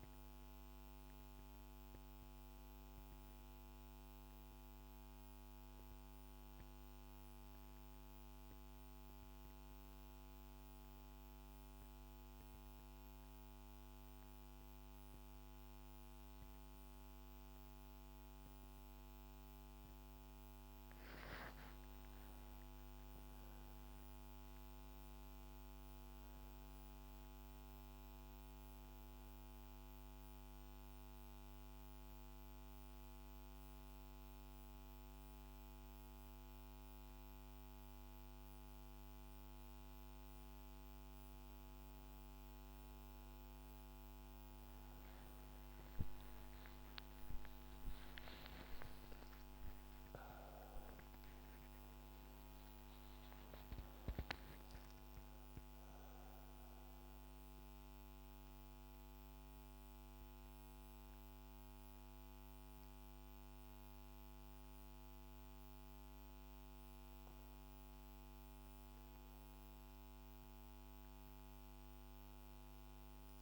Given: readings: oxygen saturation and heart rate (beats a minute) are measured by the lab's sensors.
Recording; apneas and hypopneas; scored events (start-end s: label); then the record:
breathing in sleep, hard to hear, by a microphone on the trachea; 2
21.00-25.50 s: arousal
30.00-41.00 s: hypopnea (oxygen 97% before, 94% lowest, heart rate 73 before, 69 extreme, up 47 after)
47.00-53.00 s: arousal
57.00-67.50 s: central apnea (oxygen 98% before, 94% lowest, heart rate 95 before, 67 extreme, up 2 after)
71.00-73.42 s: arousal
From the record:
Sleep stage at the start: N2 (light sleep); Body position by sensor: on the back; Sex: female